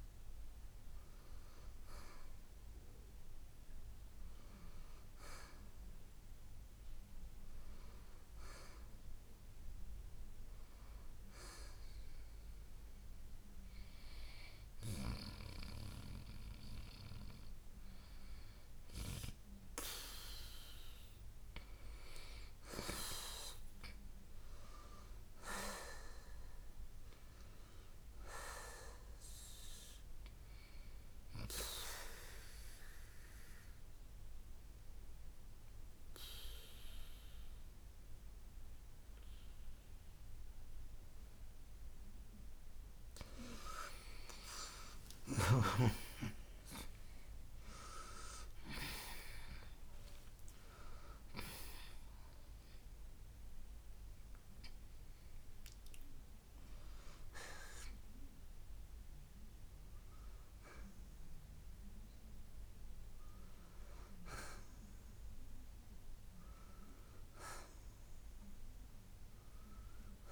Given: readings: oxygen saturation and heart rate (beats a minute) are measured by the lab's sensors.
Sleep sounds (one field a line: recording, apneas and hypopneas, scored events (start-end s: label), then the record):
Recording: breathing in sleep by a room microphone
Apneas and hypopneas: 1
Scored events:
3.00-13.00 s: oxygen desaturation (device-marked, oxygen 93% before, 86% lowest, heart rate 66 before, 56 extreme)
20.00-23.50 s: arousal
31.00-50.00 s: oxygen desaturation (device-marked, oxygen 93% before, 88% lowest, heart rate 63 before, 56 extreme)
33.00-43.50 s: central apnea (oxygen 94% before, 87% lowest, heart rate 63 before, 56 extreme, up 14 after)
45.50-50.00 s: arousal
57.00-70.32 s: new sleep stage, N1 (lightest sleep)
From the record:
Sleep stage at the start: N2 (light sleep)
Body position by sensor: on the right side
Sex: male